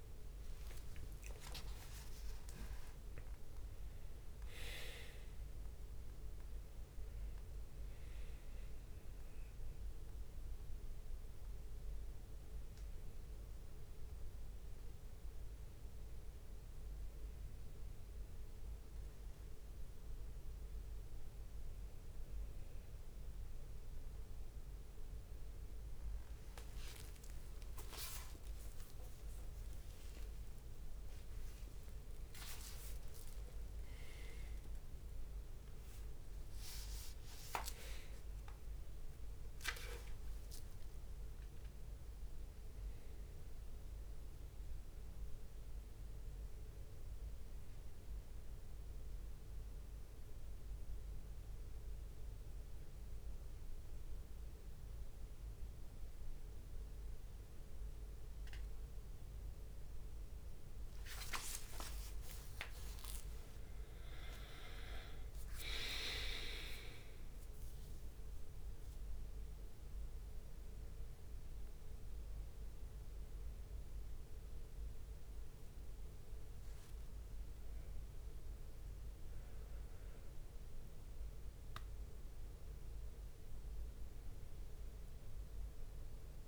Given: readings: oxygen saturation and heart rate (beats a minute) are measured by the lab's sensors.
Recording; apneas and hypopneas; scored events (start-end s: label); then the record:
a person awake in a sleep study, by a room microphone; none
0.00-1.00 s: drop in pulse transit time (device-marked)
3.00-5.00 s: long interval between heartbeats (device-marked)
4.00-14.00 s: bradycardia (device-marked, heart rate 60 before, 34 extreme)
10.50-20.00 s: leg movement (device-marked)
14.00-16.00 s: drop in pulse transit time (device-marked, heart rate 43 before, 51 extreme)
23.00-31.00 s: leg movement (device-marked)
27.00-29.00 s: long interval between heartbeats (device-marked, heart rate 56 before, 65 extreme)
30.00-74.00 s: tachycardia (device-marked, heart rate 59 before, 216 extreme)
31.00-44.00 s: drop in pulse transit time (device-marked, heart rate 58 before, 75 extreme)
31.50-33.50 s: long interval between heartbeats (device-marked, heart rate 58 before, 75 extreme)
33.00-39.50 s: leg movement (device-marked)
38.00-40.00 s: long interval between heartbeats (device-marked, heart rate 87 before, 198 extreme)
41.00-43.00 s: long interval between heartbeats (device-marked, heart rate 109 before, 199 extreme)
41.50-46.50 s: leg movement (device-marked)
43.50-45.50 s: long interval between heartbeats (device-marked, heart rate 124 before, 200 extreme)
46.50-48.50 s: long interval between heartbeats (device-marked, heart rate 143 before, 171 extreme)
46.50-53.00 s: leg movement (device-marked)
49.00-51.00 s: long interval between heartbeats (device-marked, heart rate 160 before, 176 extreme)
52.00-54.00 s: long interval between heartbeats (device-marked, heart rate 177 before, 162 extreme)
54.00-61.00 s: leg movement (device-marked)
56.00-58.00 s: long interval between heartbeats (device-marked, heart rate 188 before, 167 extreme)
58.00-60.00 s: long interval between heartbeats (device-marked, heart rate 184 before, 162 extreme)
60.00-66.00 s: drop in pulse transit time (device-marked, heart rate 180 before, 151 extreme)
60.50-62.50 s: long interval between heartbeats (device-marked, heart rate 180 before, 182 extreme)
63.50-65.50 s: long interval between heartbeats (device-marked, heart rate 174 before, 158 extreme)
64.50-70.00 s: leg movement (device-marked)
68.00-86.48 s: new sleep stage, N1 (lightest sleep)
72.00-78.00 s: leg movement (device-marked)
74.00-86.48 s: bradycardia (device-marked)
77.50-79.50 s: long interval between heartbeats (device-marked)
78.50-85.00 s: leg movement (device-marked)
From the record:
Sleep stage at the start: awake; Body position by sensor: on the back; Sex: male